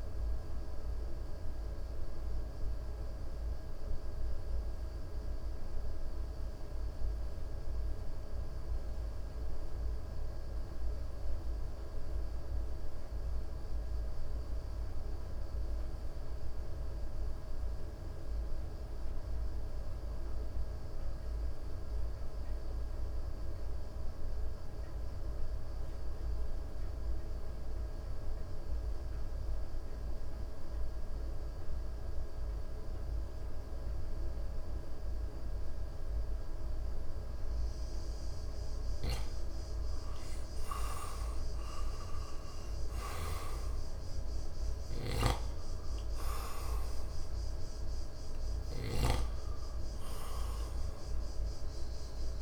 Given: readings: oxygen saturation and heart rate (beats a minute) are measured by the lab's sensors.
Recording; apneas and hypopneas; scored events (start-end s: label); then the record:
breathing in sleep, hard to hear, by a room microphone; 1
0.00-17.50 s: oxygen desaturation (device-marked, oxygen 84% lowest, heart rate 53 extreme)
1.00-38.00 s: mixed apnea (oxygen 96% before, 84% lowest, heart rate 63 before, 53 extreme, up 8 after)
31.50-52.41 s: oxygen desaturation (device-marked, oxygen 99% before, 89% lowest, heart rate 56 before, 57 extreme)
40.00-44.00 s: arousal
43.00-49.50 s: snoring (device-marked)
From the record:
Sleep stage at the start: N2 (light sleep); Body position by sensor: on the right side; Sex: male